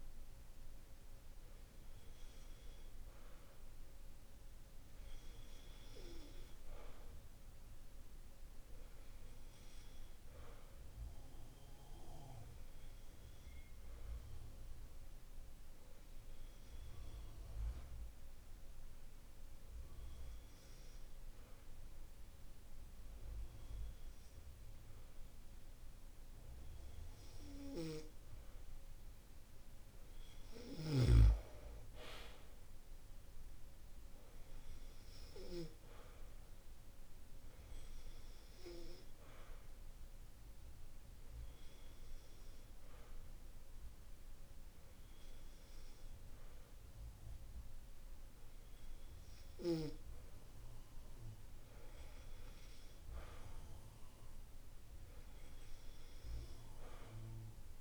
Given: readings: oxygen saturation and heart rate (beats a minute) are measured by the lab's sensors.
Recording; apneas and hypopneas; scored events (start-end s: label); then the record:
breathing in sleep by a room microphone; none
none scored
From the record:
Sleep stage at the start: N2 (light sleep); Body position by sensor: on the back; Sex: male